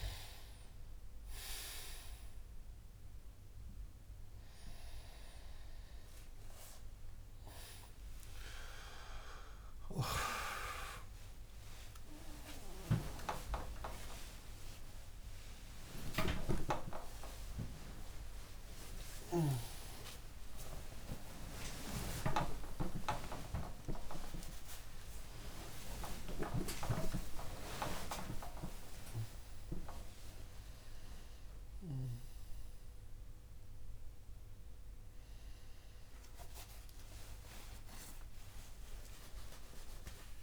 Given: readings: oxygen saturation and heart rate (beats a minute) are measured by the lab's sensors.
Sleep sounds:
a person awake in a sleep study, by a room microphone; none
0.00-10.50 s: oxygen desaturation (device-marked, oxygen 92% lowest)
28.50-35.50 s: oxygen desaturation (device-marked, oxygen 93% before, 87% lowest)
From the record:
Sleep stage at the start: awake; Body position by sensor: on the right side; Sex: male

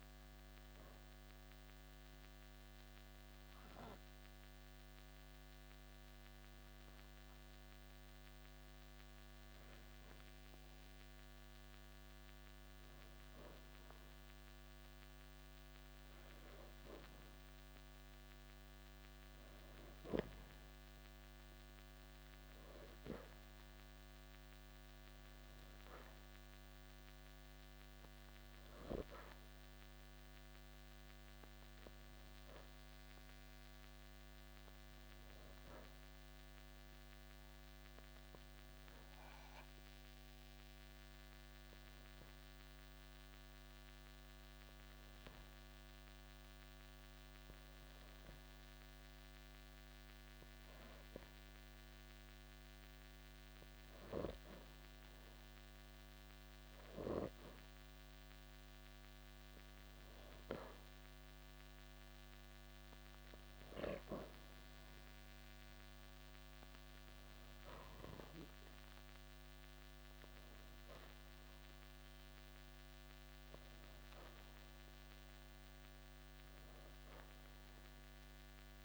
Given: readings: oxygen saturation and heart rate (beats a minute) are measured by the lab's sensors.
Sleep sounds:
breathing in sleep, hard to hear, by a microphone on the trachea; 2
1.50-12.00 s: hypopnea (oxygen 94% before, 90% lowest, heart rate 55 before, 54 extreme, up 0 after)
15.50-18.50 s: arousal
26.50-40.50 s: oxygen desaturation (device-marked, oxygen 95% before, 91% lowest, heart rate 55 before, 54 extreme)
37.50-51.50 s: obstructive apnea (oxygen 95% before, 89% lowest, heart rate 56 before, 54 extreme, up 1 after)
53.50-57.00 s: arousal
61.50-78.85 s: oxygen desaturation (device-marked, oxygen 95% before, 89% lowest, heart rate 58 before, 54 extreme)
From the record:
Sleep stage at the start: N2 (light sleep); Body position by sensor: on the back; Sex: male

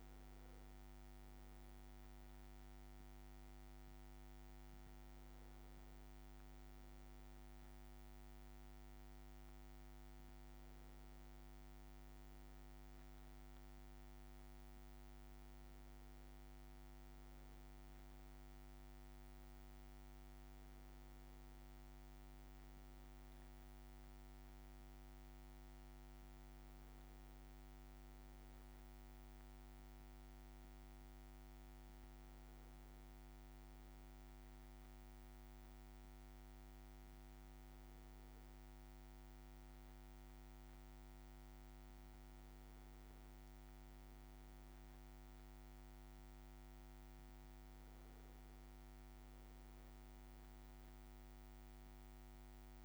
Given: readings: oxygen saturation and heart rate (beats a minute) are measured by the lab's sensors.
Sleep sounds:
breathing in sleep, hard to hear, by a microphone on the trachea; none
none scored
From the record:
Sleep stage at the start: N1 (lightest sleep); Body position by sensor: on the back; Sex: male

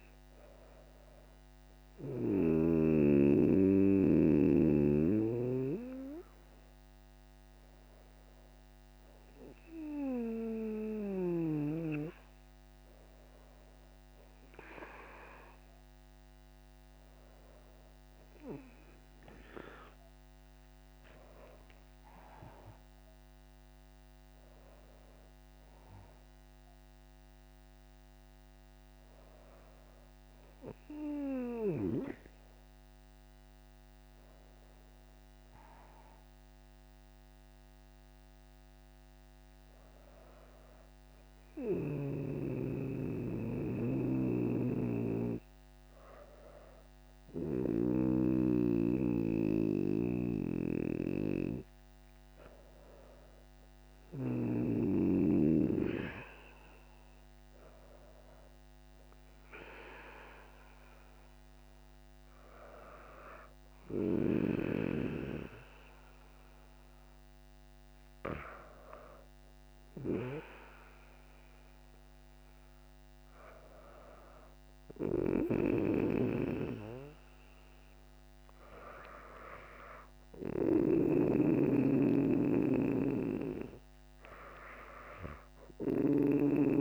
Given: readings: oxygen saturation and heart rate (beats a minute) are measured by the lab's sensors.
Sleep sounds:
breathing in sleep by a microphone on the trachea; none
44.00-47.50 s: snoring (device-marked)
From the record:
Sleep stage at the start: N2 (light sleep); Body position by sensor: on the back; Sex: female

